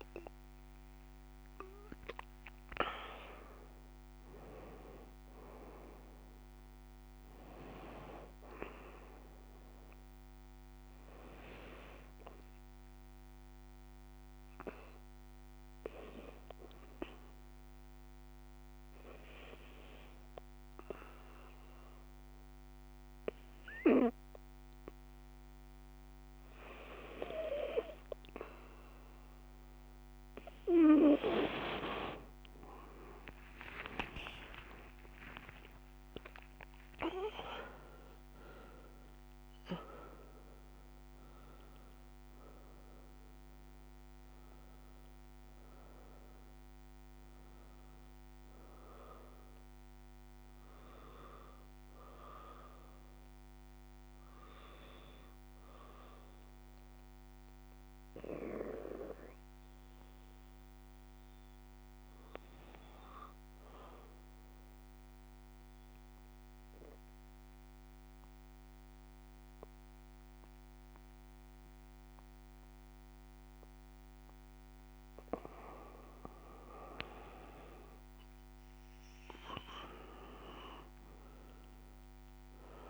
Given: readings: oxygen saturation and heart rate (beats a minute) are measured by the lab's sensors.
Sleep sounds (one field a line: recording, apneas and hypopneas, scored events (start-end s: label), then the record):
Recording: breathing in sleep by a microphone on the trachea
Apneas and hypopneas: 2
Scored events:
0.00-12.00 s: oxygen desaturation (device-marked, oxygen 89% lowest, heart rate 60 extreme)
6.00-9.50 s: arousal
12.50-29.50 s: obstructive apnea (oxygen 94% before, 86% lowest, heart rate 71 before, 62 extreme, up 40 after)
32.50-36.00 s: arousal
34.00-68.00 s: oxygen desaturation (device-marked, oxygen 94% before, 86% lowest, heart rate 65 before, 59 extreme)
64.00-76.00 s: mixed apnea (oxygen 92% before, 85% lowest, heart rate 67 before, 59 extreme, up 8 after)
77.50-80.50 s: arousal
From the record:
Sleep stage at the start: N2 (light sleep)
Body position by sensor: on the back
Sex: female